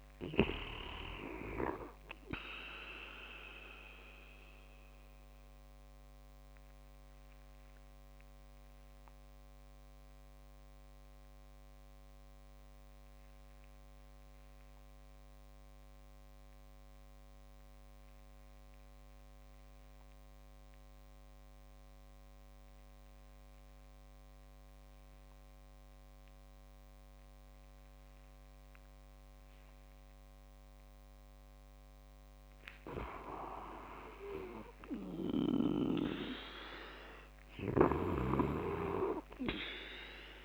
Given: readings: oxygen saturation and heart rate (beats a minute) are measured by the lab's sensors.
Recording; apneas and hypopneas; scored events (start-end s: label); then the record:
breathing in sleep by a microphone on the trachea; 1
0.00-4.00 s: oxygen desaturation (device-marked, oxygen 90% lowest)
5.00-31.00 s: obstructive apnea (oxygen 98% before, 87% lowest)
9.00-40.45 s: new sleep stage, REM sleep
10.00-23.00 s: oxygen desaturation (device-marked, oxygen 91% before, 87% lowest)
34.00-38.00 s: arousal
From the record:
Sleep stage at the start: N2 (light sleep); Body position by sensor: on the back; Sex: male